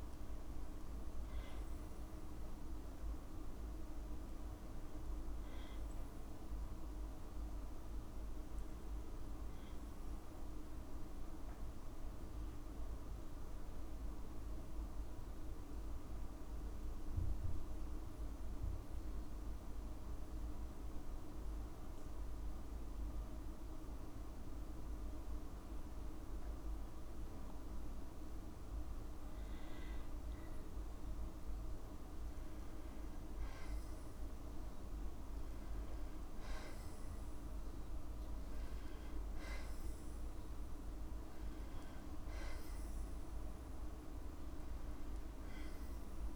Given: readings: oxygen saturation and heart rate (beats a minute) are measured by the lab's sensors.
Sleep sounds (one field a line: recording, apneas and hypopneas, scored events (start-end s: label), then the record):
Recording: breathing in sleep, hard to hear, by a room microphone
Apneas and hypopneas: 1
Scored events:
3.00-6.50 s: arousal
11.50-28.50 s: mixed apnea (oxygen 98% before, 95% lowest, heart rate 58 before, 56 extreme, up 2 after)
31.00-34.00 s: arousal
From the record:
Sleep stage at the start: N2 (light sleep)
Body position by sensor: on the back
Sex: female